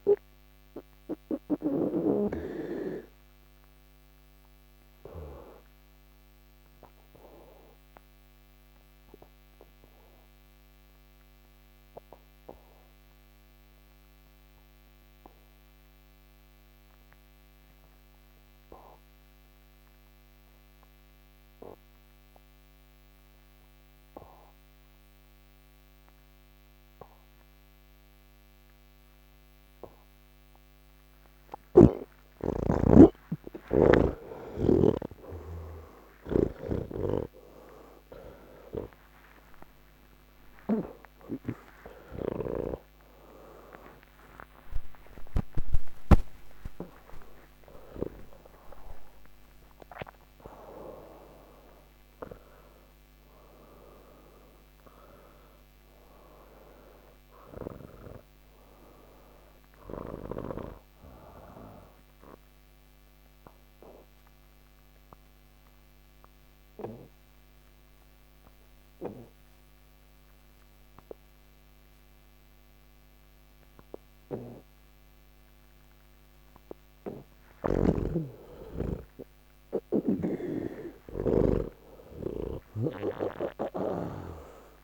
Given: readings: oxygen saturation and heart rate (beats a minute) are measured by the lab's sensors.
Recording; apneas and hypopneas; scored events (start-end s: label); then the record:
breathing in sleep by a microphone on the trachea; 2
0.00-2.00 s: snoring (device-marked)
0.50-19.50 s: oxygen desaturation (device-marked, oxygen 94% before, 82% lowest, heart rate 136 before, 104 extreme)
2.00-30.00 s: obstructive apnea (oxygen 99% before, 82% lowest, heart rate 136 before, 79 extreme)
26.50-42.50 s: oxygen desaturation (device-marked, oxygen 98% before, 89% lowest, heart rate 134 before, 79 extreme)
31.50-35.00 s: snoring (device-marked)
54.50-64.50 s: oxygen desaturation (device-marked, oxygen 91% before, 85% lowest, heart rate 117 before, 116 extreme)
58.50-84.84 s: new sleep stage, N2 (light sleep)
59.00-76.50 s: mixed apnea (oxygen 95% before, 83% lowest, heart rate 117 before, 68 extreme, up 3 after)
78.50-84.84 s: oxygen desaturation (device-marked, oxygen 99% before, 86% lowest, heart rate 151 before, 68 extreme)
From the record:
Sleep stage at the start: N1 (lightest sleep); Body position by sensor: on the back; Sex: male